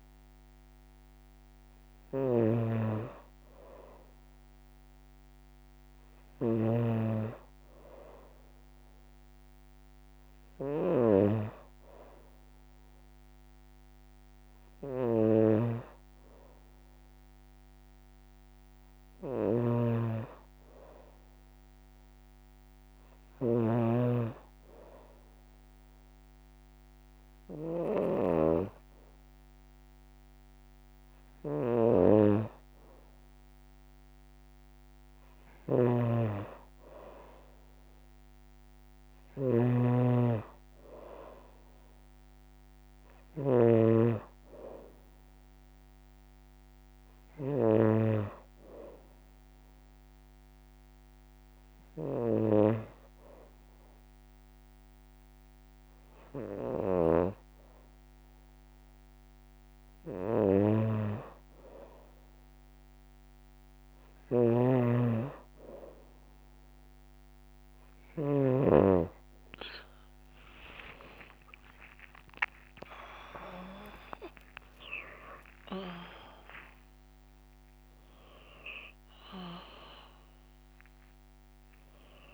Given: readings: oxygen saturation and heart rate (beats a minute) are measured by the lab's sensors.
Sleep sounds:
breathing in sleep by a microphone on the trachea; none
0.00-6.50 s: snoring (device-marked)
19.00-23.50 s: snoring (device-marked)
35.00-43.50 s: snoring (device-marked)
63.50-68.00 s: snoring (device-marked)
70.00-75.00 s: arousal
From the record:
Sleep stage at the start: N2 (light sleep); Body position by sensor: on the back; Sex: female

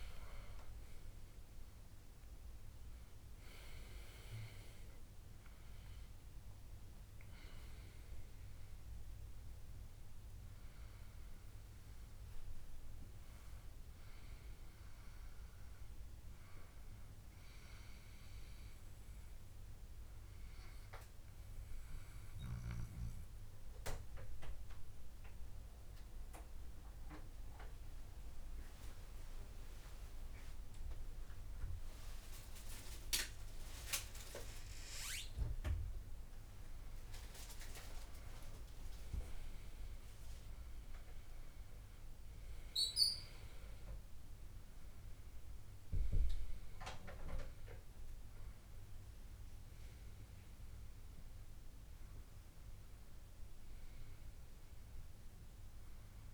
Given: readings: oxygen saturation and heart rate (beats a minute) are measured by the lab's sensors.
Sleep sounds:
breathing in sleep by a room microphone; 1
22.00-36.50 s: obstructive apnea (oxygen 98% before, 93% lowest, heart rate 76 before, 61 extreme, up 8 after)
38.50-42.50 s: arousal
43.50-56.34 s: oxygen desaturation (device-marked, oxygen 98% before, 93% lowest, heart rate 64 before, 63 extreme)
From the record:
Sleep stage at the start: N2 (light sleep); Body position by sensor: on the back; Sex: male

